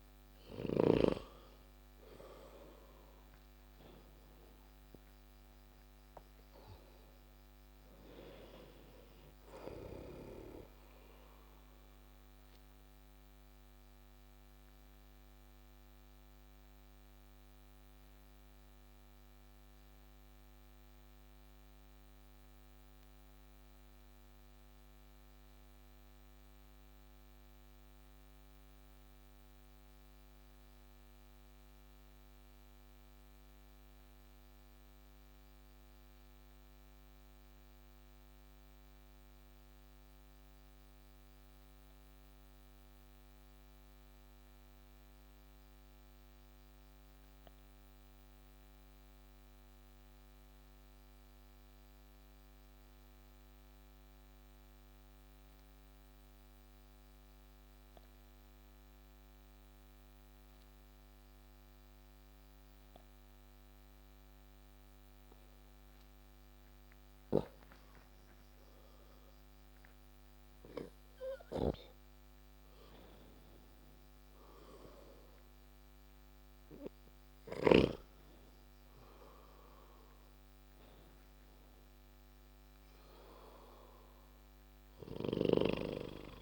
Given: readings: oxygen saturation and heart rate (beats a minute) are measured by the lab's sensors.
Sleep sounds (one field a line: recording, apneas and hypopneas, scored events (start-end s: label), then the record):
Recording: breathing in sleep by a microphone on the trachea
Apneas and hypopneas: 1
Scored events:
0.00-2.00 s: arousal
13.50-65.50 s: obstructive apnea (oxygen 96% before, 89% lowest)
69.00-73.50 s: arousal
71.00-77.50 s: snoring (device-marked)
From the record:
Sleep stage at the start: N2 (light sleep)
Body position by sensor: on the back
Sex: male